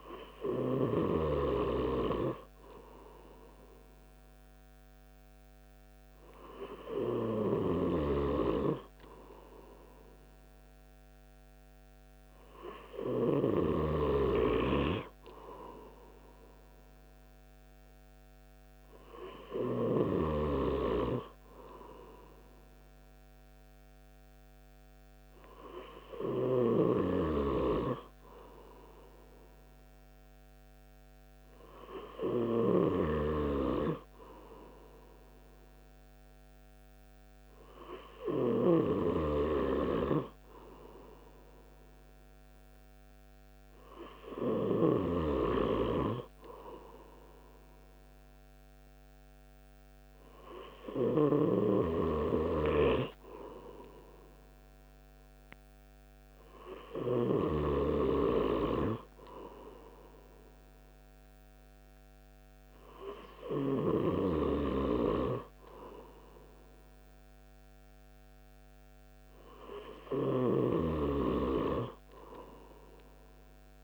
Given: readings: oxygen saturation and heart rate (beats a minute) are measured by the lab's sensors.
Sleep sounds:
breathing in sleep by a microphone on the trachea; none
none scored
From the record:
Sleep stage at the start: N3 (deep sleep); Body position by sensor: on the right side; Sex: male

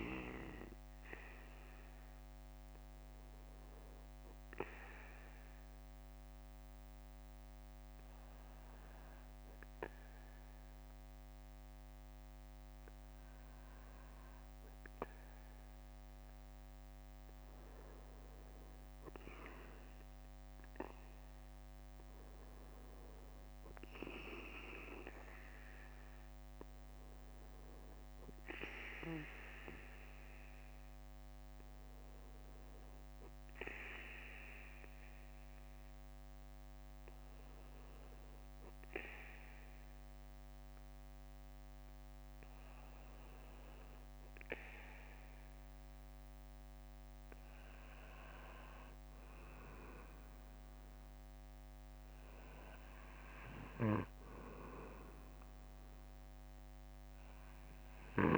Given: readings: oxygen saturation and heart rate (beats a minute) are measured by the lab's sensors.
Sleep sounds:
breathing in sleep by a microphone on the trachea; 2
0.00-12.00 s: bradycardia (device-marked, heart rate 55 extreme)
3.50-16.50 s: obstructive apnea (oxygen 97% before, 94% lowest, heart rate 60 before, 56 extreme, up 6 after)
18.00-20.00 s: bradycardia (device-marked, heart rate 59 before, 60 extreme)
18.50-22.00 s: arousal
27.00-50.00 s: bradycardia (device-marked, heart rate 59 before, 48 extreme)
34.50-48.00 s: obstructive apnea (oxygen 97% before, 95% lowest, heart rate 60 before, 48 extreme, up 12 after)
50.50-54.00 s: arousal
From the record:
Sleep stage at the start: N2 (light sleep); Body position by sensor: on the back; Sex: male

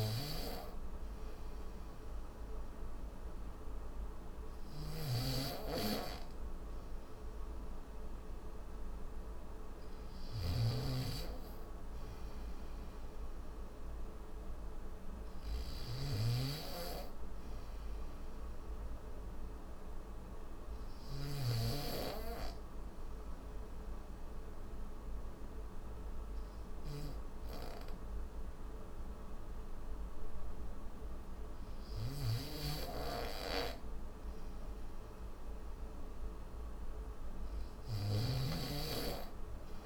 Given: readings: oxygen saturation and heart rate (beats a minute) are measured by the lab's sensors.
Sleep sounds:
breathing in sleep by a room microphone; 1
0.00-21.00 s: snoring (device-marked)
20.50-35.50 s: obstructive apnea (oxygen 94% before, 91% lowest, heart rate 76 before, 73 extreme, up 2 after)
31.50-39.86 s: snoring (device-marked)
From the record:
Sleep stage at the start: N3 (deep sleep); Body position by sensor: on the back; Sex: male

